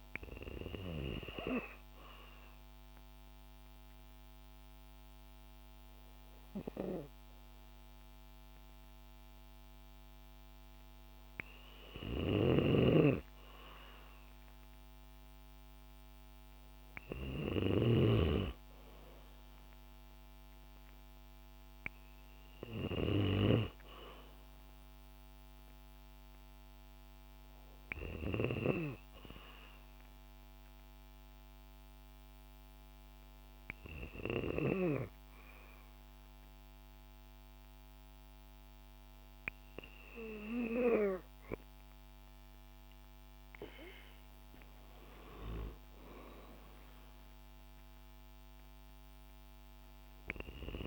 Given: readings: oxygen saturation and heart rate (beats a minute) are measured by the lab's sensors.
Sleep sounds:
breathing in sleep by a microphone on the trachea; 2
1.00-12.50 s: obstructive apnea (oxygen 97% before, 94% lowest, heart rate 103 before, 72 extreme)
11.00-17.00 s: snoring (device-marked)
18.00-21.50 s: arousal
28.50-40.50 s: hypopnea (oxygen 96% before, 94% lowest, heart rate 155 before, 28 extreme, up 17 after)
43.50-47.50 s: arousal
From the record:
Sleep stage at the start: N2 (light sleep); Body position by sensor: on the back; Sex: female

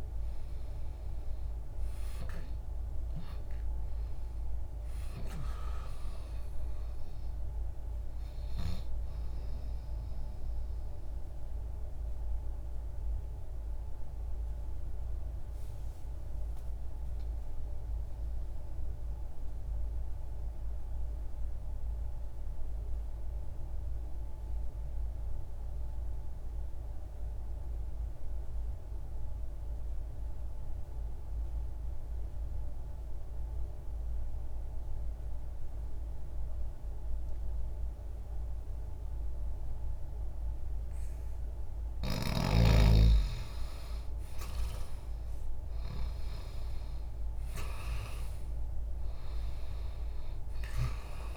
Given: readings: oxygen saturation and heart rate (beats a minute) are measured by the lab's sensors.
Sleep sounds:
breathing in sleep by a room microphone; 1
0.00-29.50 s: oxygen desaturation (device-marked, oxygen 83% lowest, heart rate 60 extreme)
17.00-40.00 s: obstructive apnea (oxygen 95% before, 80% lowest, heart rate 60 before, 60 extreme, up 0 after)
41.50-51.37 s: oxygen desaturation (device-marked, oxygen 97% before, 80% lowest, heart rate 60 before, 60 extreme)
44.00-47.50 s: arousal
From the record:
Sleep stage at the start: N2 (light sleep); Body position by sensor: on the left side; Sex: male

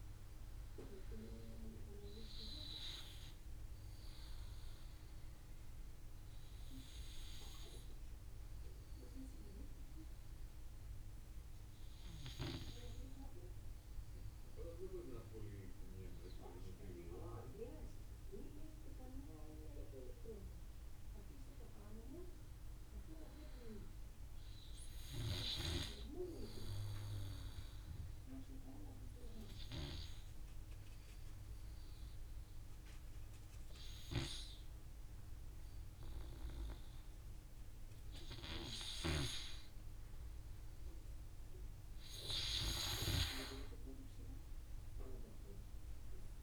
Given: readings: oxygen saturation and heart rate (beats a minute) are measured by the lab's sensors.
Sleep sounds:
breathing in sleep by a room microphone; 2
0.00-10.00 s: oxygen desaturation (device-marked, oxygen 89% lowest, heart rate 52 extreme)
3.50-16.00 s: obstructive apnea (oxygen 93% before, 87% lowest, heart rate 63 before, 52 extreme, up 4 after)
18.00-21.00 s: arousal
19.00-39.00 s: oxygen desaturation (device-marked, oxygen 96% before, 90% lowest, heart rate 60 before, 50 extreme)
26.50-39.50 s: obstructive apnea (oxygen 96% before, 87% lowest, heart rate 60 before, 50 extreme, up 6 after)
42.00-45.50 s: arousal
44.00-46.43 s: oxygen desaturation (device-marked, oxygen 96% before, 87% lowest, heart rate 57 before, 50 extreme)
From the record:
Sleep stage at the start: N2 (light sleep); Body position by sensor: on the back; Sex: male

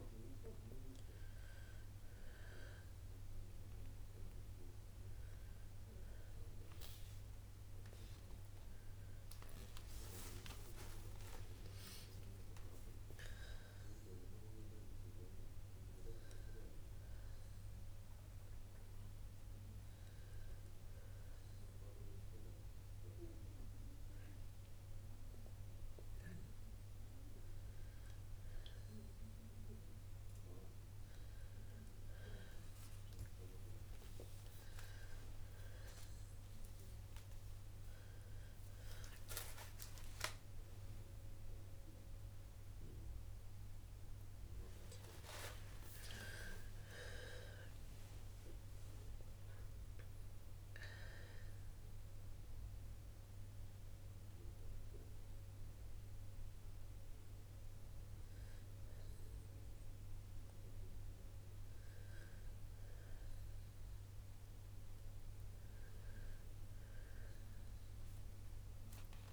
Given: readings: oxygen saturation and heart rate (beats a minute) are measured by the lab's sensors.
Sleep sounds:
breathing in sleep by a room microphone; 1
10.50-15.50 s: arousal
41.00-46.50 s: arousal
52.00-62.50 s: mixed apnea (oxygen 93% before, 92% lowest, heart rate 66 before, 61 extreme, up 2 after)
65.00-69.33 s: arousal
From the record:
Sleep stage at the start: N2 (light sleep); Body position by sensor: on the back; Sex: female

